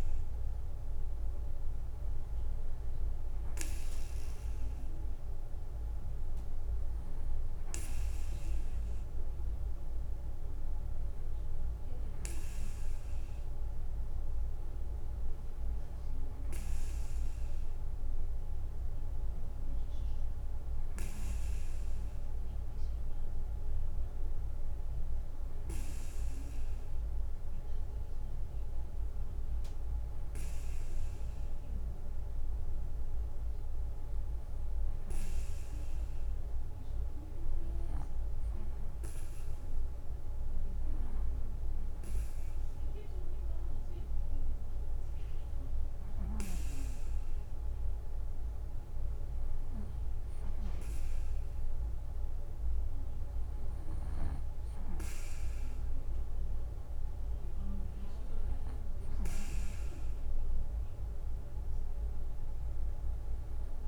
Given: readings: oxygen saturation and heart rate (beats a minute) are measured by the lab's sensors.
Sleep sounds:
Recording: breathing in sleep, hard to hear, by a room microphone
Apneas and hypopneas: none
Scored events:
none scored
From the record:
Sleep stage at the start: N2 (light sleep)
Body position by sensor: on the back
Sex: male

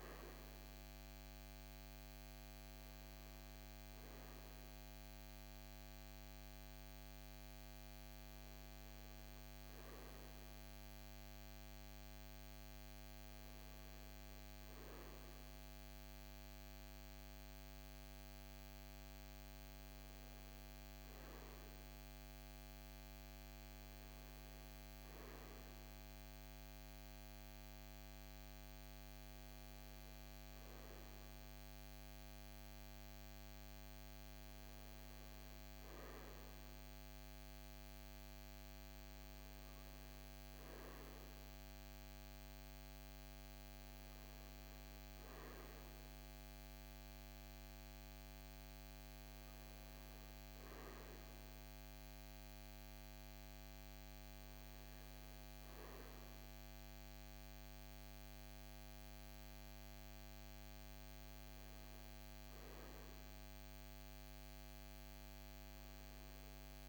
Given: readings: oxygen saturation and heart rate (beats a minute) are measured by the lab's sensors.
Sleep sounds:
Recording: breathing in sleep, hard to hear, by a microphone on the trachea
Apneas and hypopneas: none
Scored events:
none scored
From the record:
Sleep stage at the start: N2 (light sleep)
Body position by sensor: on the right side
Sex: male

